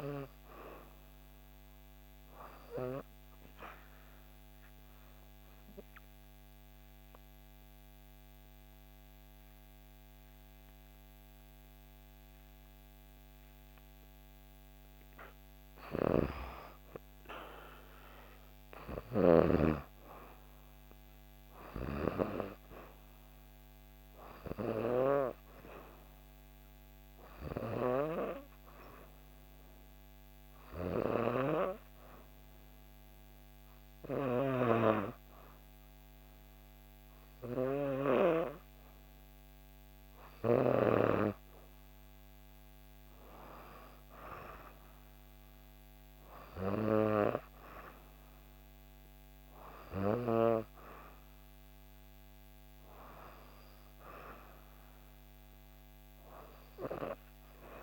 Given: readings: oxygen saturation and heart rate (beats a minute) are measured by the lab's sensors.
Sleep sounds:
breathing in sleep by a microphone on the trachea; 2
3.50-14.50 s: obstructive apnea (oxygen 95% before, 92% lowest, heart rate 66 before, 63 extreme, up 3 after)
16.00-19.50 s: arousal
29.00-40.00 s: obstructive apnea (oxygen 95% before, 92% lowest, heart rate 66 before, 63 extreme, up 3 after)
42.50-46.50 s: arousal
From the record:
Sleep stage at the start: N2 (light sleep); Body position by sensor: on the back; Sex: female

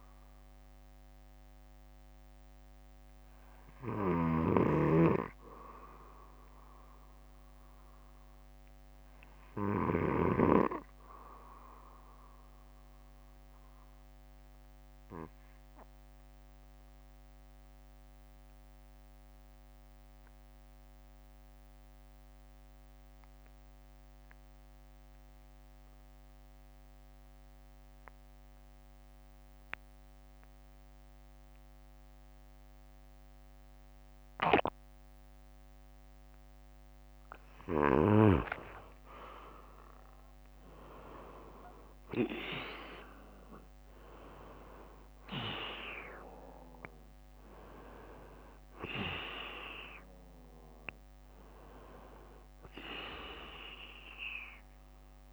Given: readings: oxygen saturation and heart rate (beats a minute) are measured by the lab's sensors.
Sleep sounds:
breathing in sleep by a microphone on the trachea; 1
0.00-1.00 s: bradycardia (device-marked, heart rate 60 extreme)
0.00-4.50 s: snoring (device-marked)
0.00-15.00 s: oxygen desaturation (device-marked, oxygen 92% lowest, heart rate 57 extreme)
3.00-7.00 s: bradycardia (device-marked, heart rate 60 before, 58 extreme)
13.50-38.00 s: mixed apnea (oxygen 96% before, 90% lowest, heart rate 59 before, 57 extreme, up 11 after)
15.00-17.00 s: bradycardia (device-marked, heart rate 60 before, 62 extreme)
22.00-36.00 s: bradycardia (device-marked, heart rate 60 before, 58 extreme)
39.50-44.00 s: arousal
From the record:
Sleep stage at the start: N2 (light sleep); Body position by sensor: on the back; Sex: male

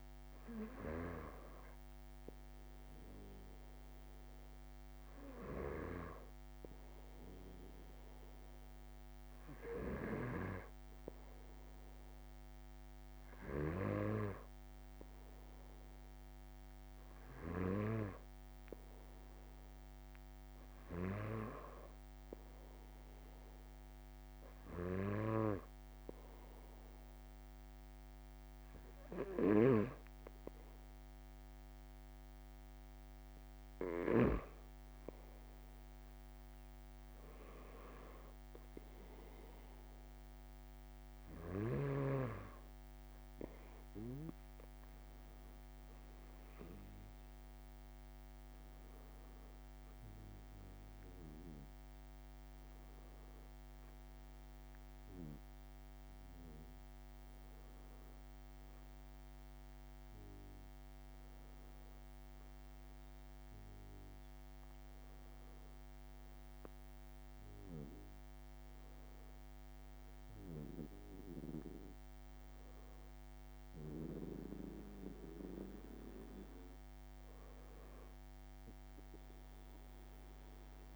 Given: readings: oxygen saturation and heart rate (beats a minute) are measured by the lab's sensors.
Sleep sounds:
breathing in sleep by a microphone on the trachea; none
3.50-5.50 s: long interval between heartbeats (device-marked)
12.00-14.00 s: long interval between heartbeats (device-marked)
36.00-38.00 s: long interval between heartbeats (device-marked)
40.00-42.00 s: long interval between heartbeats (device-marked)
49.00-80.96 s: new sleep stage, REM sleep
72.00-74.00 s: long interval between heartbeats (device-marked)
77.50-79.50 s: long interval between heartbeats (device-marked)
From the record:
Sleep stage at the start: N2 (light sleep); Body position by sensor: on the back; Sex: male

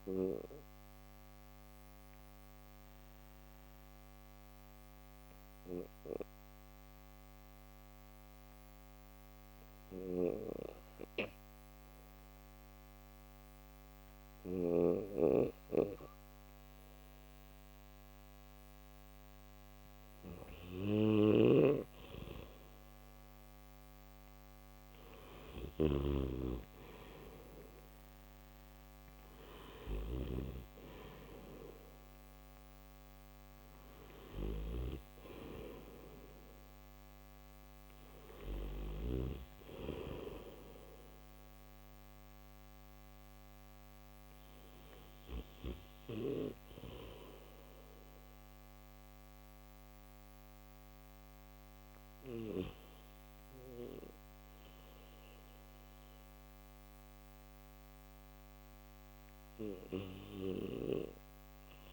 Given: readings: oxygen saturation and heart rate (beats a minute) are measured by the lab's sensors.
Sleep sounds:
breathing in sleep by a microphone on the trachea; none
5.00-46.00 s: oxygen desaturation (device-marked, oxygen 94% before, 82% lowest, heart rate 71 before, 64 extreme)
20.50-45.00 s: snoring (device-marked)
From the record:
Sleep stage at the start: N3 (deep sleep); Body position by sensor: on the back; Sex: male

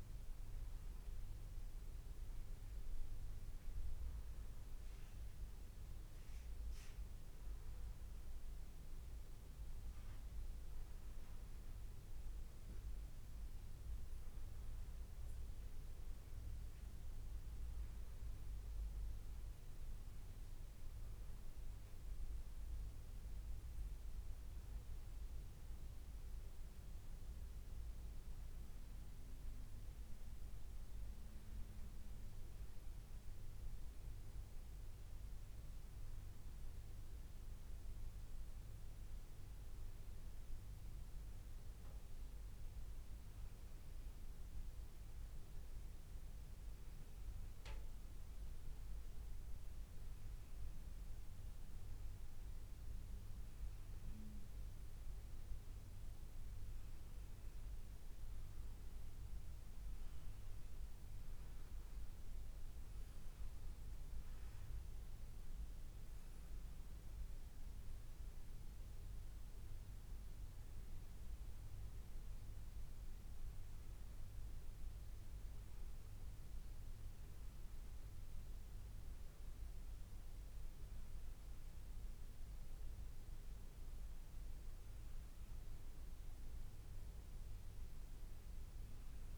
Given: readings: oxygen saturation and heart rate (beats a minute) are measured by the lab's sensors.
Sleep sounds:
breathing in sleep, hard to hear, by a room microphone; none
77.00-79.00 s: long interval between heartbeats (device-marked, heart rate 88 before, 83 extreme)
From the record:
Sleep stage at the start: N2 (light sleep); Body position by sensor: on the back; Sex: male

